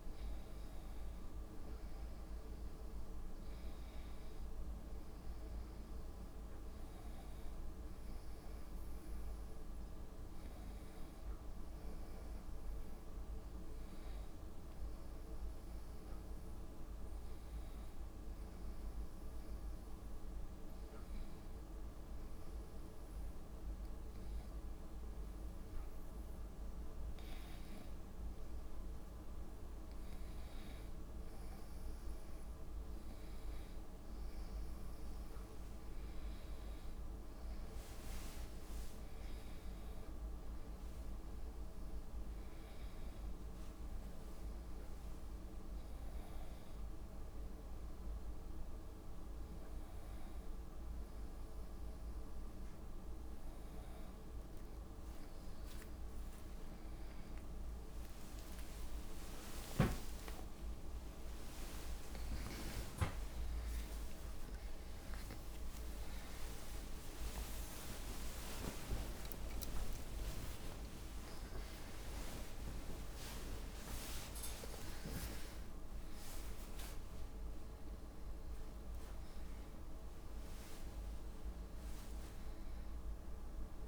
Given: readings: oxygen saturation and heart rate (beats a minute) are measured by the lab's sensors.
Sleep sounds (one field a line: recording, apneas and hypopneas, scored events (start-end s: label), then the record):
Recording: a person partly awake in a sleep study, hard to hear, by a room microphone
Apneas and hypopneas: 1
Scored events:
0.00-17.50 s: oxygen desaturation (device-marked, oxygen 92% lowest, heart rate 63 extreme)
13.50-17.00 s: arousal
19.00-30.50 s: hypopnea (oxygen 97% before, 93% lowest, heart rate 65 before, 65 extreme, up 3 after)
31.50-35.00 s: arousal
36.50-54.50 s: oxygen desaturation (device-marked, oxygen 96% before, 93% lowest, heart rate 65 before, 66 extreme)
57.50-78.50 s: tachycardia (device-marked, heart rate 70 before, 159 extreme)
58.50-60.50 s: long interval between heartbeats (device-marked, heart rate 69 before, 85 extreme)
60.50-62.50 s: long interval between heartbeats (device-marked, heart rate 71 before, 125 extreme)
61.50-83.88 s: new sleep stage, awake
63.00-65.00 s: long interval between heartbeats (device-marked, heart rate 78 before, 157 extreme)
69.00-71.00 s: long interval between heartbeats (device-marked, heart rate 100 before, 105 extreme)
72.00-74.00 s: long interval between heartbeats (device-marked, heart rate 105 before, 107 extreme)
74.50-76.50 s: long interval between heartbeats (device-marked, heart rate 112 before, 119 extreme)
80.50-83.88 s: drop in pulse transit time (device-marked)
From the record:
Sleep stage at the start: N1 (lightest sleep)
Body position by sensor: on the right side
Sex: female